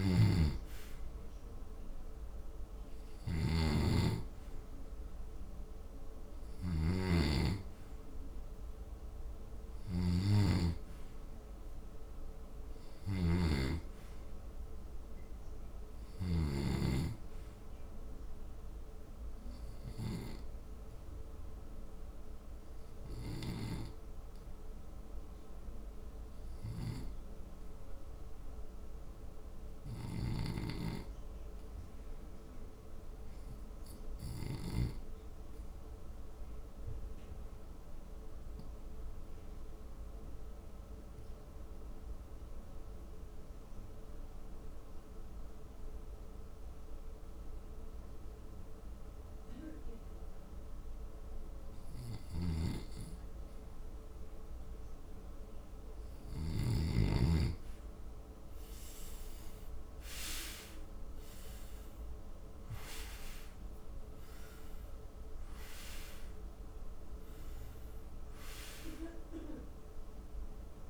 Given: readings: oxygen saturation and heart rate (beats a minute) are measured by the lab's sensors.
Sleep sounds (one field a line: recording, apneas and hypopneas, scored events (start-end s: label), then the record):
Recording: breathing in sleep by a room microphone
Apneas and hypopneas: 1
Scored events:
0.00-16.50 s: snoring (device-marked)
0.00-18.00 s: oxygen desaturation (device-marked, oxygen 89% lowest, heart rate 64 extreme)
22.50-56.00 s: obstructive apnea (oxygen 96% before, 77% lowest, heart rate 73 before, 58 extreme, up 17 after)
36.00-70.89 s: new sleep stage, REM sleep
38.00-70.89 s: oxygen desaturation (device-marked, oxygen 94% before, 77% lowest, heart rate 71 before, 58 extreme)
59.00-63.00 s: arousal
From the record:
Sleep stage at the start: N2 (light sleep)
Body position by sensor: on the back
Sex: male